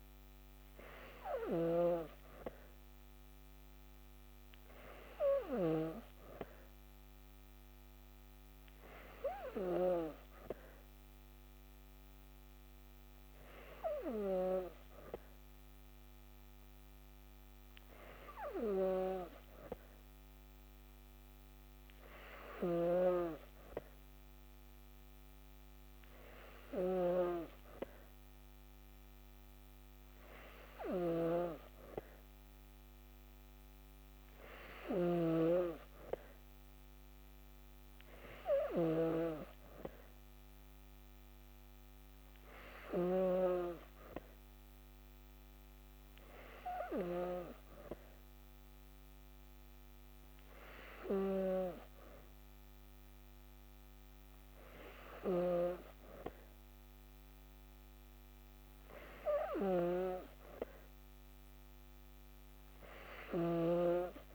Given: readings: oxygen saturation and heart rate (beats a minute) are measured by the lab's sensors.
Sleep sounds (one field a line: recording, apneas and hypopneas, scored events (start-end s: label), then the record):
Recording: breathing in sleep by a microphone on the trachea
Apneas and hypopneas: none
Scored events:
22.50-27.00 s: snoring (device-marked)
34.50-43.00 s: snoring (device-marked)
55.00-64.35 s: snoring (device-marked)
From the record:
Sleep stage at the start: N2 (light sleep)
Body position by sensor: on the back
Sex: female